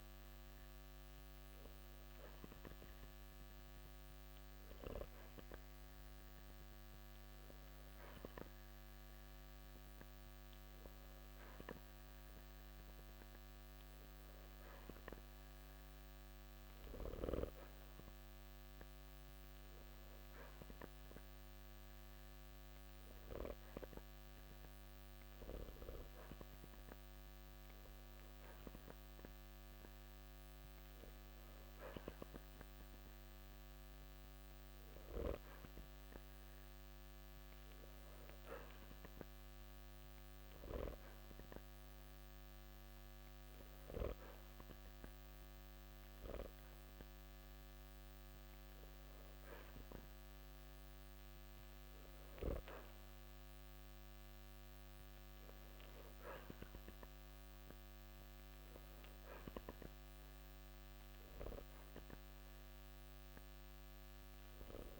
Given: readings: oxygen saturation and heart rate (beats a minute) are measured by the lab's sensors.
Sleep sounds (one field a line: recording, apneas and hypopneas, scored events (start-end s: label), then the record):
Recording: breathing in sleep by a microphone on the trachea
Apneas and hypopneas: none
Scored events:
none scored
From the record:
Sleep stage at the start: N2 (light sleep)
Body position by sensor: on the back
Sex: male